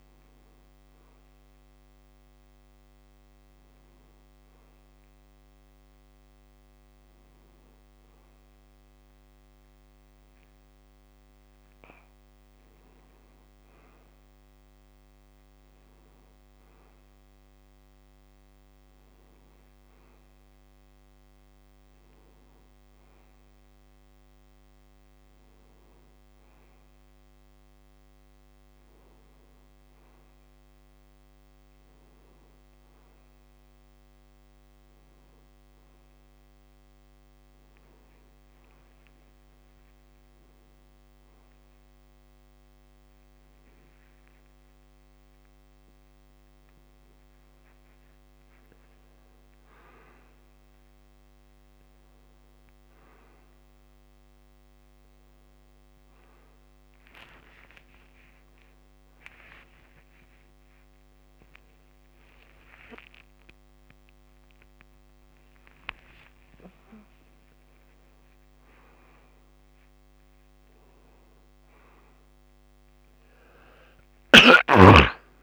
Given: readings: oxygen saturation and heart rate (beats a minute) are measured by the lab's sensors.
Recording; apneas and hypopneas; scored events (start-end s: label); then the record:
a person awake in a sleep study, by a microphone on the trachea; none
35.50-75.43 s: new sleep stage, awake
From the record:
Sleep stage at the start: N1 (lightest sleep); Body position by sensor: on the back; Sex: male